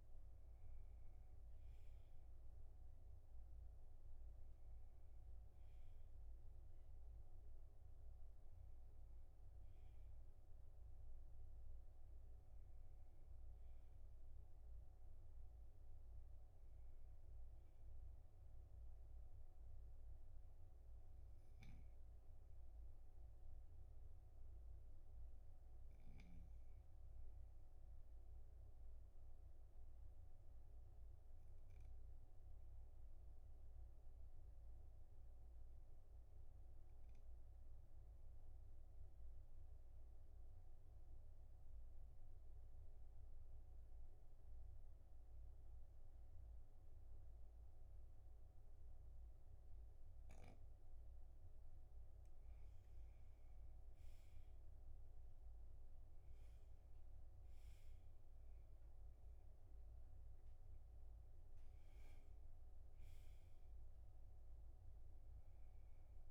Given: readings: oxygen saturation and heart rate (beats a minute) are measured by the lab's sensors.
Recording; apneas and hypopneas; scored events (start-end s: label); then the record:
breathing in sleep, hard to hear, by a room microphone; 1
11.50-16.00 s: arousal
17.00-34.00 s: oxygen desaturation (device-marked, oxygen 97% before, 93% lowest, heart rate 49 before, 37 extreme)
27.50-51.00 s: obstructive apnea (oxygen 98% before, 94% lowest, heart rate 45 before, 38 extreme, up 12 after)
54.00-66.31 s: new sleep stage, awake
From the record:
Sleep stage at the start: N2 (light sleep); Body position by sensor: on the back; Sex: male